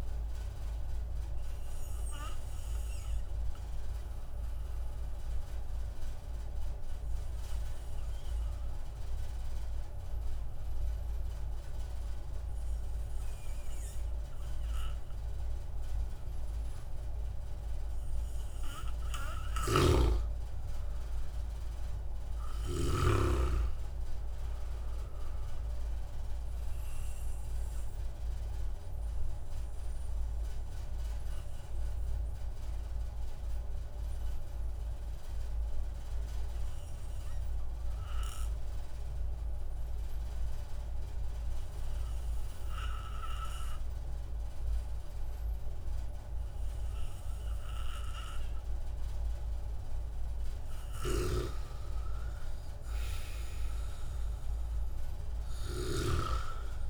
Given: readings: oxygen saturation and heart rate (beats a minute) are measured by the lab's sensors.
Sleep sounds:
breathing in sleep by a room microphone; 2
1.50-17.00 s: obstructive apnea (oxygen 97% before, 94% lowest)
19.50-23.00 s: snoring (device-marked)
20.50-24.00 s: arousal
30.00-50.50 s: obstructive apnea (oxygen 96% before, 94% lowest)
53.50-56.50 s: arousal
From the record:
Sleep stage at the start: N2 (light sleep); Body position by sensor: on the back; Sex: male

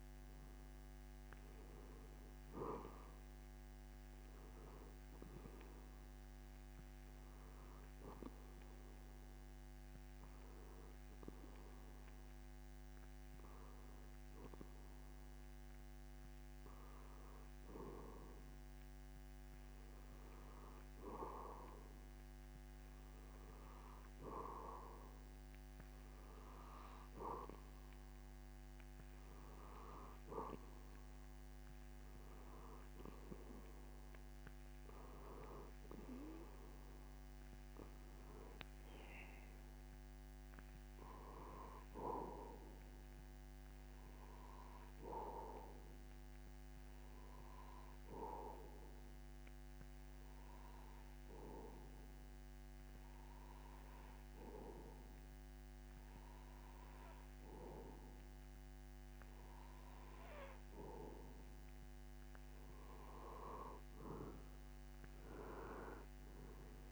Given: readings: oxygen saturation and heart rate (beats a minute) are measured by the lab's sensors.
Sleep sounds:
breathing in sleep by a microphone on the trachea; 2
7.00-17.50 s: hypopnea (oxygen 93% before, 90% lowest)
19.50-23.00 s: arousal
48.50-61.00 s: hypopnea (oxygen 93% before, 90% lowest)
63.50-66.50 s: arousal
From the record:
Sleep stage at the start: N2 (light sleep); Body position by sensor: on the back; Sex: male

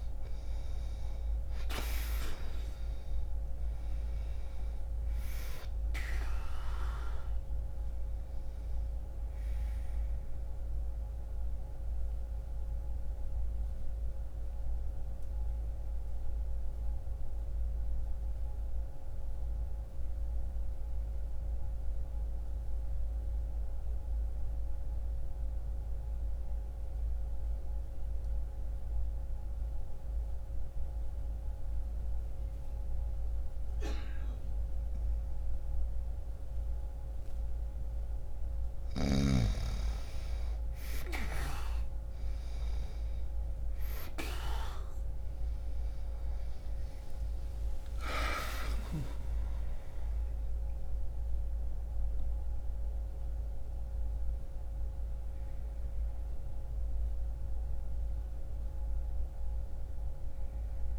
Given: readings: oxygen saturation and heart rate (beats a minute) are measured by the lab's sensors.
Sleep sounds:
breathing in sleep by a room microphone; 1
0.00-1.00 s: arousal
0.00-31.50 s: oxygen desaturation (device-marked, oxygen 86% lowest, heart rate 59 extreme)
10.00-37.50 s: obstructive apnea (oxygen 97% before, 86% lowest, heart rate 60 before, 59 extreme, up 0 after)
37.50-60.99 s: oxygen desaturation (device-marked, oxygen 98% before, 90% lowest, heart rate 62 before, 60 extreme)
42.50-47.00 s: arousal
From the record:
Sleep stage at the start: N2 (light sleep); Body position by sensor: on the right side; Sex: male

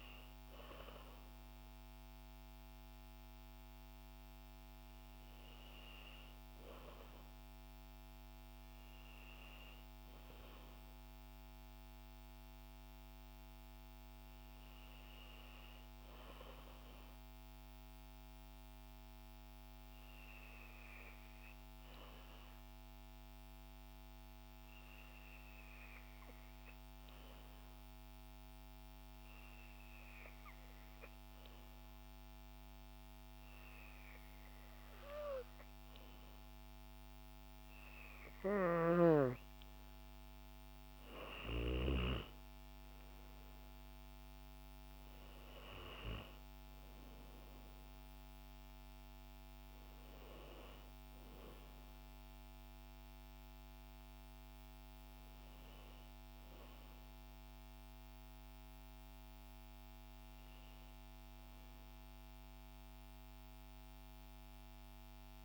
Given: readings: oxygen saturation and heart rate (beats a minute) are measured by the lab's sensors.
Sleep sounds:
breathing in sleep by a microphone on the trachea; 1
0.00-3.00 s: oxygen desaturation (device-marked, oxygen 91% lowest, heart rate 54 extreme)
12.50-16.00 s: arousal
19.00-35.00 s: hypopnea (oxygen 94% before, 90% lowest, heart rate 55 before, 55 extreme, up 4 after)
36.00-65.45 s: oxygen desaturation (device-marked, oxygen 94% before, 90% lowest, heart rate 56 before, 54 extreme)
38.50-42.00 s: snoring (device-marked)
39.50-43.00 s: arousal
From the record:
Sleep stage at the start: N2 (light sleep); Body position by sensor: on the back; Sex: female

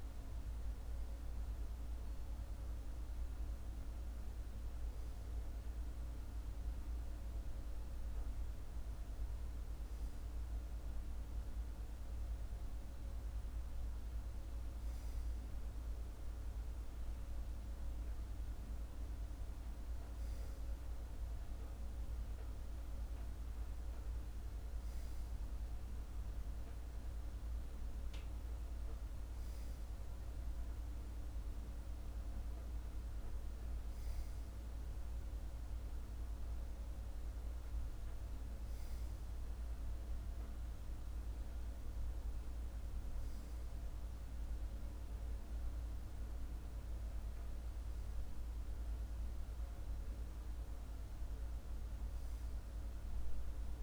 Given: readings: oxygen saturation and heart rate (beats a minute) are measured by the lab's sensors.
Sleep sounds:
breathing in sleep, hard to hear, by a room microphone; none
none scored
From the record:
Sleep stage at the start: N2 (light sleep); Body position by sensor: on the left side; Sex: male

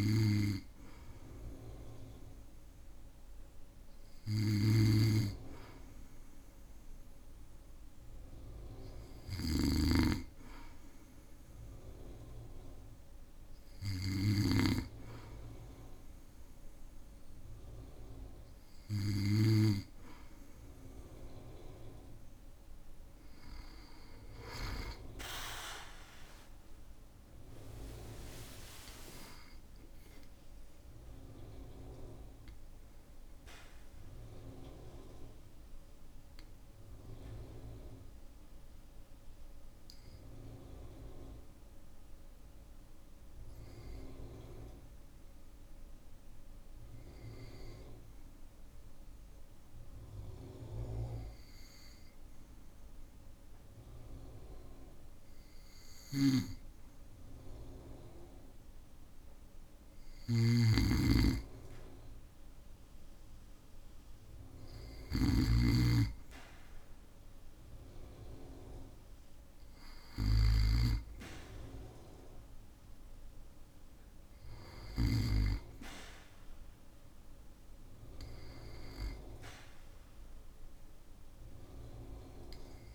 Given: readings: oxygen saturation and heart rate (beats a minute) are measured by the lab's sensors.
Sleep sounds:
breathing in sleep by a room microphone; 1
4.00-14.50 s: snoring (device-marked)
26.00-30.50 s: arousal
37.00-56.50 s: obstructive apnea (oxygen 97% before, 95% lowest, heart rate 61 before, 55 extreme, up 3 after)
55.50-75.00 s: snoring (device-marked)
56.50-60.50 s: arousal
68.50-82.95 s: oxygen desaturation (device-marked, oxygen 99% before, 95% lowest, heart rate 57 before, 56 extreme)
From the record:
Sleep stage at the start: N2 (light sleep); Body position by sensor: on the back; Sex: male

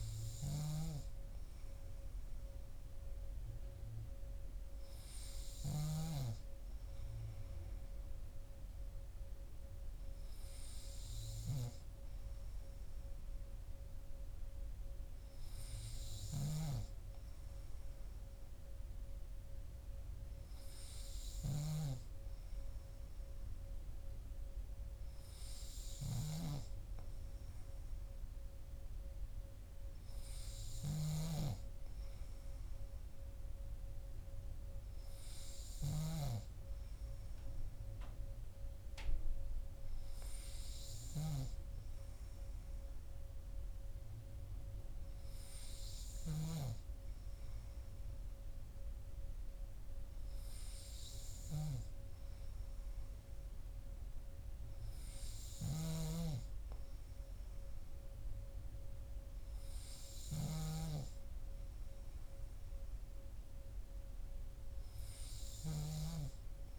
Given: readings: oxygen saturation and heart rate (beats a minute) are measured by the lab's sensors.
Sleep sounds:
breathing in sleep by a room microphone; none
55.00-60.00 s: snoring (device-marked)
From the record:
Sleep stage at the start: N2 (light sleep); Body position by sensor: on the back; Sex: male

